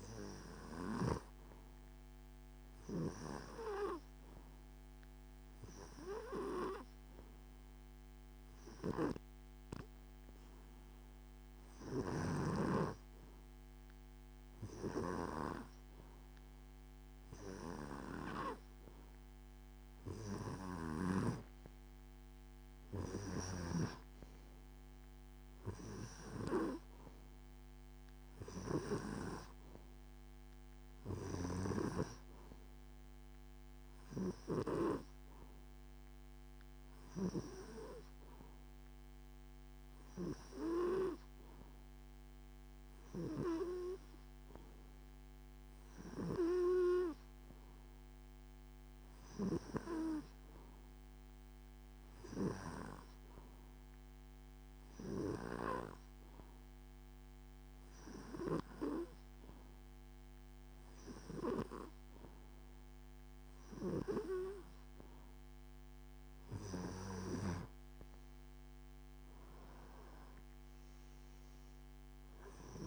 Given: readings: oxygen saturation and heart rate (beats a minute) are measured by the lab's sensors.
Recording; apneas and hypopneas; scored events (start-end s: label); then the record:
breathing in sleep by a microphone on the trachea; 2
0.50-14.50 s: oxygen desaturation (device-marked, oxygen 98% before, 93% lowest, heart rate 74 before, 72 extreme)
5.50-19.00 s: hypopnea (oxygen 98% before, 92% lowest, heart rate 74 before, 74 extreme, up 4 after)
21.50-25.50 s: arousal
55.50-68.00 s: hypopnea (oxygen 97% before, 90% lowest, heart rate 75 before, 70 extreme, up 6 after)
70.50-72.87 s: arousal
From the record:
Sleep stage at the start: N2 (light sleep); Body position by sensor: on the back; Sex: male